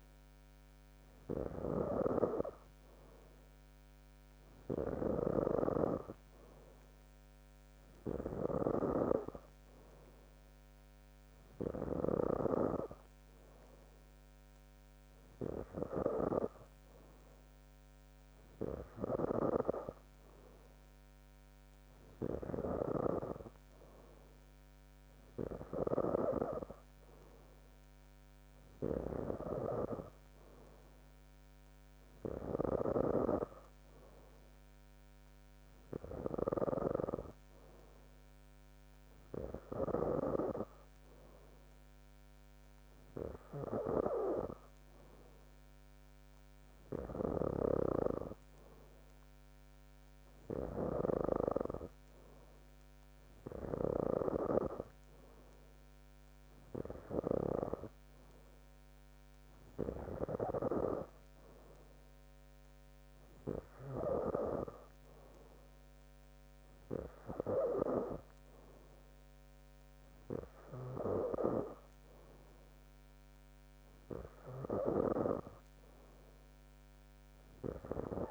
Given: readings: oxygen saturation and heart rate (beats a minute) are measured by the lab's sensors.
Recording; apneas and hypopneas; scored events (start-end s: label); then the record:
breathing in sleep by a microphone on the trachea; none
47.50-51.50 s: snoring (device-marked)
From the record:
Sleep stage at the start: N3 (deep sleep); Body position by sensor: on the back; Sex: female